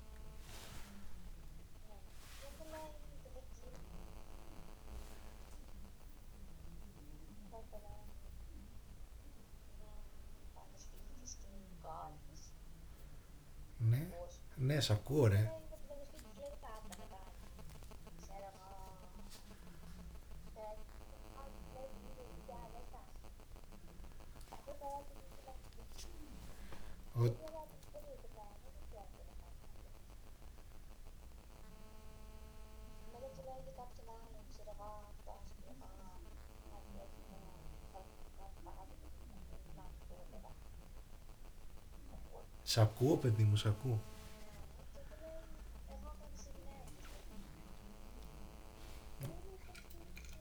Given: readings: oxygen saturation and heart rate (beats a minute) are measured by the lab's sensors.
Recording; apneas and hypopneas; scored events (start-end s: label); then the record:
a person awake in a sleep study, by a room microphone; none
none scored
From the record:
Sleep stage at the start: awake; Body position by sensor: on the back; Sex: male